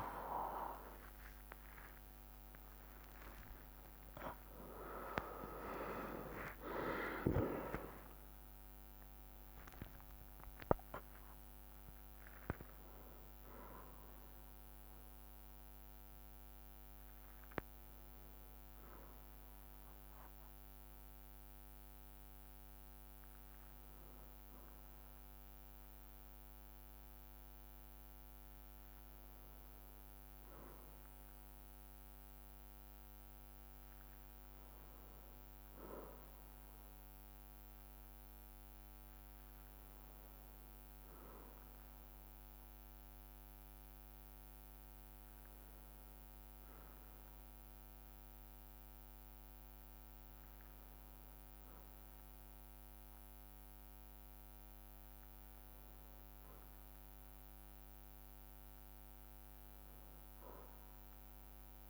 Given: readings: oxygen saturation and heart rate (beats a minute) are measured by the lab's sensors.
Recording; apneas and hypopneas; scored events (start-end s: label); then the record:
a person partly awake in a sleep study, by a microphone on the trachea; none
0.50-2.50 s: long interval between heartbeats (device-marked, heart rate 60 before, 80 extreme)
1.00-3.00 s: tachycardia (device-marked, heart rate 60 before, 88 extreme)
2.50-4.50 s: long interval between heartbeats (device-marked, heart rate 62 before, 88 extreme)
5.00-16.00 s: drop in pulse transit time (device-marked, heart rate 68 before, 66 extreme)
9.00-11.00 s: long interval between heartbeats (device-marked, heart rate 76 before, 89 extreme)
18.00-57.00 s: bradycardia (device-marked, heart rate 61 before, 56 extreme)
22.00-61.89 s: new sleep stage, N1 (lightest sleep)
From the record:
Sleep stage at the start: awake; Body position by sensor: on the back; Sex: male